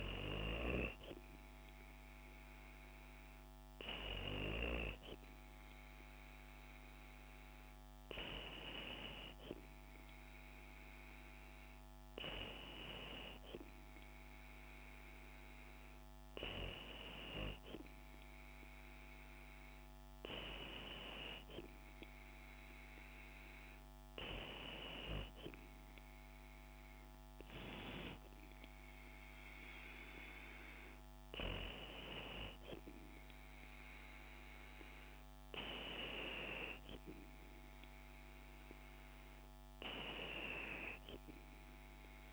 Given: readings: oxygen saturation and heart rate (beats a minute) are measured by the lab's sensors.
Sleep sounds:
breathing in sleep by a microphone on the trachea; none
none scored
From the record:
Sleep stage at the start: N2 (light sleep); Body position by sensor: on the back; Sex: female

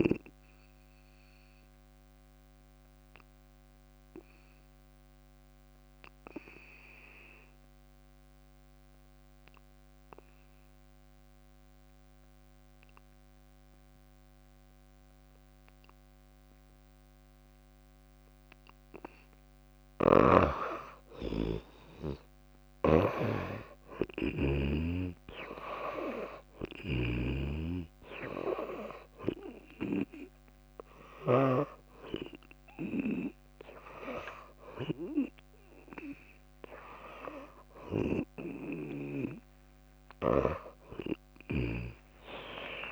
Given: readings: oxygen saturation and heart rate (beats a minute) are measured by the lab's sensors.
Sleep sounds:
breathing in sleep by a microphone on the trachea; 1
0.00-9.50 s: oxygen desaturation (device-marked, oxygen 91% lowest, heart rate 59 extreme)
1.50-18.50 s: obstructive apnea (oxygen 99% before, 87% lowest, heart rate 64 before, 59 extreme, up 7 after)
18.50-42.91 s: oxygen desaturation (device-marked, oxygen 96% before, 87% lowest, heart rate 61 before, 59 extreme)
20.00-25.00 s: snoring (device-marked)
21.00-25.50 s: arousal
39.50-42.91 s: tachycardia (device-marked, heart rate 74 before, 127 extreme)
41.50-42.91 s: long interval between heartbeats (device-marked, heart rate 64 before, 84 extreme)
From the record:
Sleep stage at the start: N2 (light sleep); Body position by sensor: on the back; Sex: female

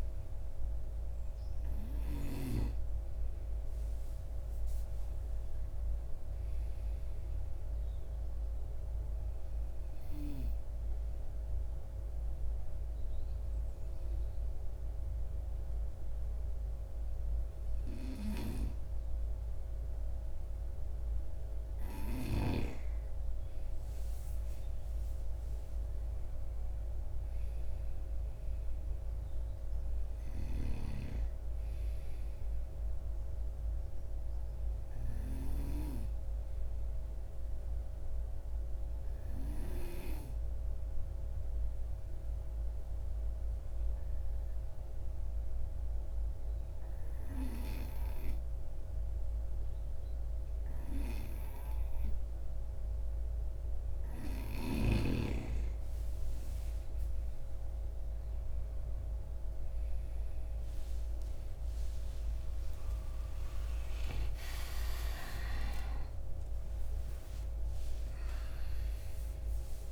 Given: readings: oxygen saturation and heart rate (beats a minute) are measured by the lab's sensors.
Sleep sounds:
breathing in sleep by a room microphone; 2
0.00-17.00 s: oxygen desaturation (device-marked, oxygen 90% lowest, heart rate 51 extreme)
8.50-21.50 s: obstructive apnea (oxygen 95% before, 90% lowest, heart rate 61 before, 51 extreme, up 10 after)
23.50-28.00 s: arousal
34.50-52.50 s: obstructive apnea (oxygen 95% before, 92% lowest, heart rate 56 before, 52 extreme, up 10 after)
61.00-67.50 s: arousal
From the record:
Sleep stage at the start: N2 (light sleep); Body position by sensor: on the right side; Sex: male

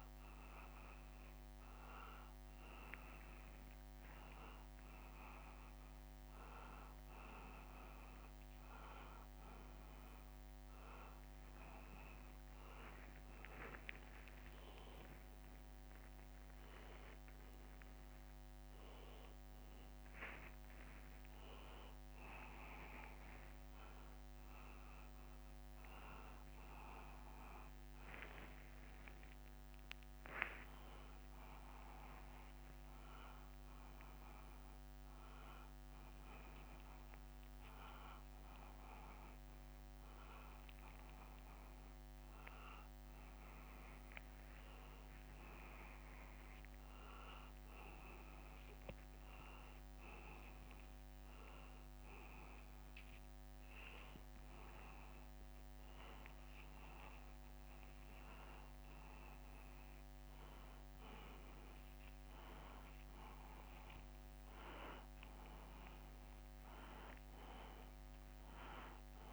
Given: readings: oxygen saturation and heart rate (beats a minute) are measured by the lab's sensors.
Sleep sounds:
a person awake in a sleep study, by a microphone on the trachea; none
2.00-9.00 s: tachycardia (device-marked, heart rate 99 before, 135 extreme)
8.00-20.00 s: drop in pulse transit time (device-marked, heart rate 112 before, 94 extreme)
11.00-16.00 s: tachycardia (device-marked, heart rate 99 before, 103 extreme)
14.00-16.00 s: long interval between heartbeats (device-marked, heart rate 113 before, 102 extreme)
23.00-30.00 s: tachycardia (device-marked, heart rate 100 before, 120 extreme)
27.50-29.50 s: long interval between heartbeats (device-marked, heart rate 99 before, 120 extreme)
34.00-41.00 s: tachycardia (device-marked, heart rate 100 before, 111 extreme)
41.00-43.00 s: long interval between heartbeats (device-marked, heart rate 105 before, 119 extreme)
53.00-55.00 s: long interval between heartbeats (device-marked, heart rate 100 before, 98 extreme)
54.00-56.00 s: tachycardia (device-marked, heart rate 101 before, 100 extreme)
57.50-59.50 s: long interval between heartbeats (device-marked, heart rate 101 before, 109 extreme)
61.00-67.00 s: tachycardia (device-marked, heart rate 101 before, 110 extreme)
62.50-64.50 s: long interval between heartbeats (device-marked, heart rate 99 before, 100 extreme)
64.50-66.50 s: long interval between heartbeats (device-marked, heart rate 98 before, 109 extreme)
65.00-69.33 s: drop in pulse transit time (device-marked, heart rate 99 before, 92 extreme)
From the record:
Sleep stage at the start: awake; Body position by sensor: upright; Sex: male

